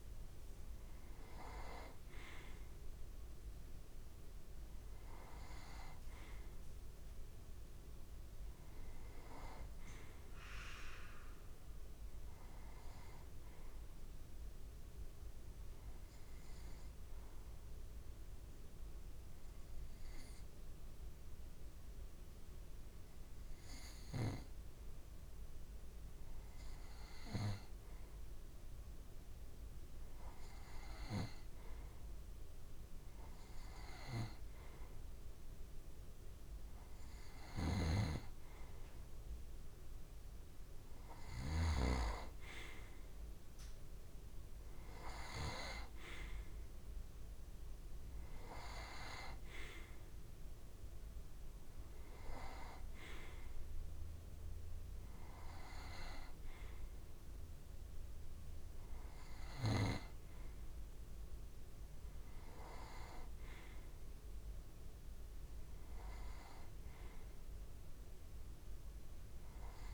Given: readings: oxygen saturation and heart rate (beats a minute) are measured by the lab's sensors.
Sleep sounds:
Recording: breathing in sleep by a room microphone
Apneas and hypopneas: 1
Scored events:
0.00-8.50 s: oxygen desaturation (device-marked, oxygen 90% lowest)
13.50-26.00 s: obstructive apnea (oxygen 95% before, 92% lowest)
29.00-32.50 s: arousal
31.50-61.50 s: oxygen desaturation (device-marked, oxygen 95% before, 92% lowest)
37.00-41.50 s: snoring (device-marked)
From the record:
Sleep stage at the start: N2 (light sleep)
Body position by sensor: on the right side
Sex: male

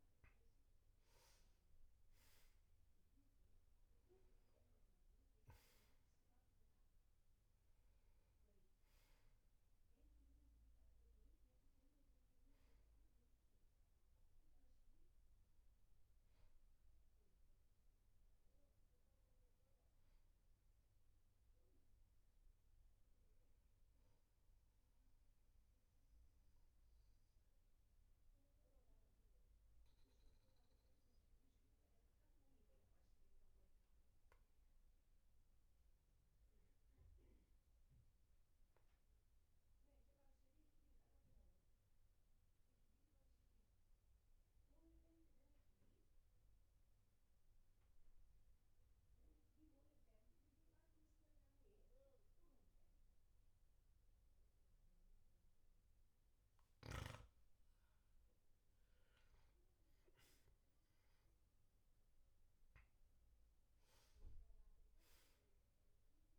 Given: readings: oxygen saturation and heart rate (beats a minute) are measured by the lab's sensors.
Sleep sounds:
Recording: breathing in sleep, hard to hear, by a room microphone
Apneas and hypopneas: 1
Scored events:
0.00-5.50 s: arousal
14.50-31.50 s: oxygen desaturation (device-marked, oxygen 98% before, 94% lowest, heart rate 50 before, 40 extreme)
26.00-56.50 s: obstructive apnea (oxygen 99% before, 94% lowest, heart rate 48 before, 41 extreme, up 9 after)
58.50-63.50 s: arousal
From the record:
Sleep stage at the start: N2 (light sleep)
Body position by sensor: on the back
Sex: male

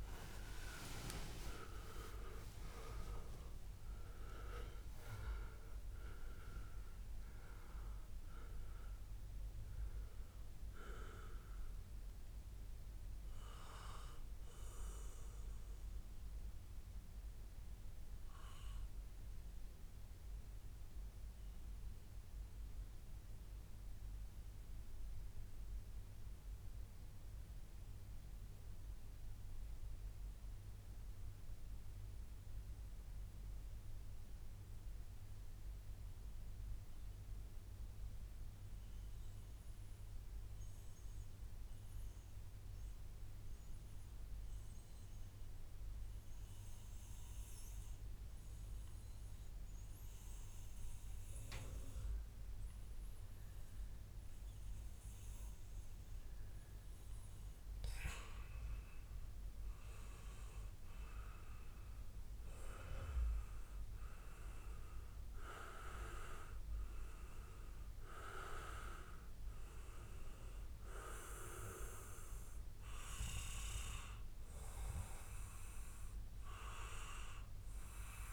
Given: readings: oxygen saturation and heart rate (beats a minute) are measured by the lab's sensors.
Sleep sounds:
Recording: breathing in sleep by a room microphone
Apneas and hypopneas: 1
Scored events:
0.00-2.00 s: arousal
0.00-19.50 s: oxygen desaturation (device-marked, oxygen 89% lowest, heart rate 109 extreme)
16.00-55.50 s: mixed apnea (oxygen 94% before, 88% lowest, heart rate 137 before, 84 extreme, up 1 after)
55.50-76.50 s: oxygen desaturation (device-marked, oxygen 98% before, 92% lowest, heart rate 142 before, 84 extreme)
57.50-61.50 s: arousal
From the record:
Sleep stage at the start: REM sleep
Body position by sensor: on the back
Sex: male

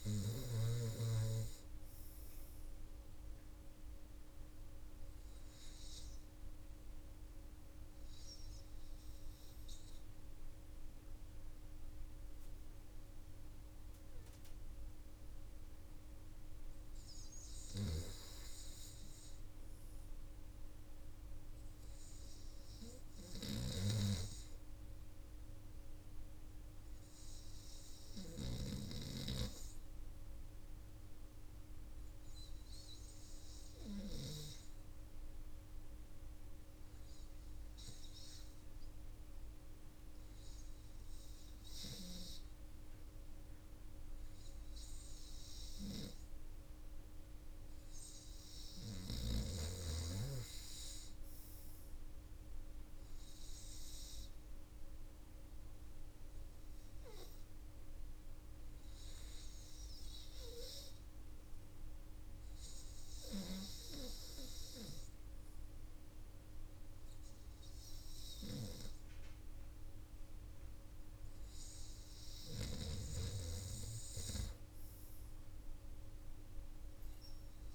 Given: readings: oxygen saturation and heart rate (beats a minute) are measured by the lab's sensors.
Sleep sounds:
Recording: breathing in sleep by a room microphone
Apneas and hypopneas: 2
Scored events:
2.50-14.50 s: obstructive apnea (oxygen 97% before, 95% lowest, heart rate 65 before, 55 extreme, up 5 after)
17.00-21.50 s: arousal
17.00-27.00 s: oxygen desaturation (device-marked, oxygen 98% before, 95% lowest, heart rate 60 before, 55 extreme)
28.50-46.00 s: obstructive apnea (oxygen 98% before, 95% lowest, heart rate 61 before, 55 extreme, up 8 after)
49.00-53.00 s: arousal
From the record:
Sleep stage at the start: REM sleep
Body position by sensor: on the front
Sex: male

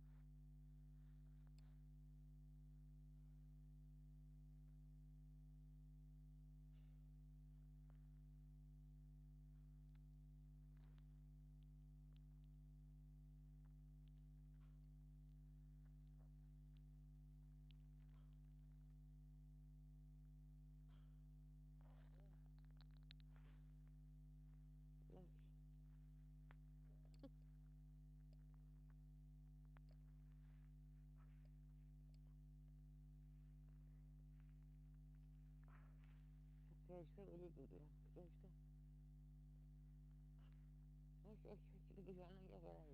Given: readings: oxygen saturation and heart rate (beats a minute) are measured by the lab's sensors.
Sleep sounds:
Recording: a person awake in a sleep study, by a microphone on the trachea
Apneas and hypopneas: none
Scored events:
36.50-42.94 s: snoring (device-marked)
From the record:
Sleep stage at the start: awake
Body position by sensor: on the back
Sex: female

